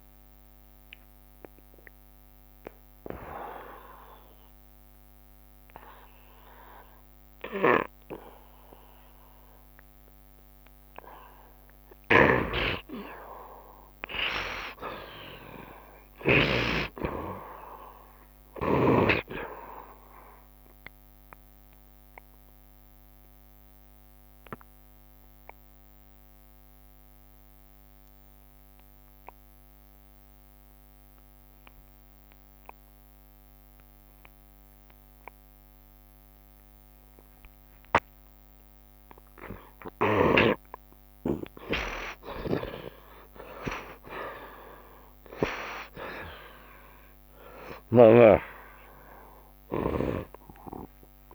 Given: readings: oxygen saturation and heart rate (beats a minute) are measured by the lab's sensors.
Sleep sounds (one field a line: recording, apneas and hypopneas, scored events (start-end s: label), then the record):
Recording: breathing in sleep by a microphone on the trachea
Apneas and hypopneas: 2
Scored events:
0.00-13.50 s: oxygen desaturation (device-marked, oxygen 51% lowest, heart rate 70 extreme)
0.50-6.50 s: tachycardia (device-marked, heart rate 73 before, 109 extreme)
1.50-12.00 s: mixed apnea (oxygen 58% before, 52% lowest, heart rate 84 before, 72 extreme)
2.50-4.50 s: long interval between heartbeats (device-marked, heart rate 84 before, 83 extreme)
4.50-6.50 s: long interval between heartbeats (device-marked, heart rate 86 before, 108 extreme)
7.00-9.00 s: long interval between heartbeats (device-marked, heart rate 89 before, 117 extreme)
12.50-17.00 s: snoring (device-marked)
14.00-17.50 s: arousal
15.50-33.50 s: oxygen desaturation (device-marked, oxygen 85% before, 58% lowest, heart rate 92 before, 70 extreme)
21.00-40.00 s: obstructive apnea (oxygen 85% before, 58% lowest, heart rate 90 before, 70 extreme, up 11 after)
30.50-32.50 s: long interval between heartbeats (device-marked, heart rate 79 before, 73 extreme)
38.50-51.35 s: oxygen desaturation (device-marked, oxygen 81% before, 58% lowest, heart rate 76 before, 75 extreme)
45.00-50.00 s: arousal
48.50-51.35 s: tachycardia (device-marked, heart rate 75 before, 119 extreme)
50.00-51.35 s: long interval between heartbeats (device-marked, heart rate 76 before, 91 extreme)
From the record:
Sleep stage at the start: N2 (light sleep)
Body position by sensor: on the right side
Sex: male